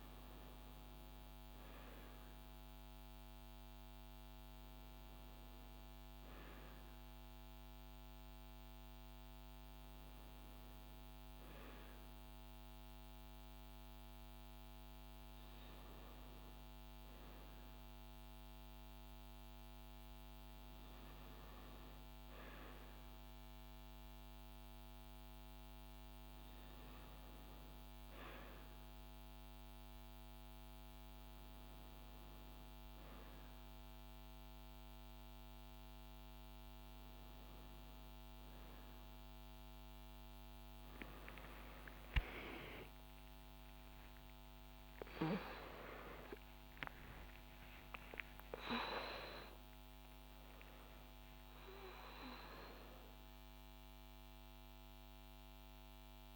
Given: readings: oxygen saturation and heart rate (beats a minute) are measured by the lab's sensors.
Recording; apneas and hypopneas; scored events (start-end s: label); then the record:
a person awake in a sleep study, by a microphone on the trachea; none
none scored
From the record:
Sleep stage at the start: awake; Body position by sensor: on the back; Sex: female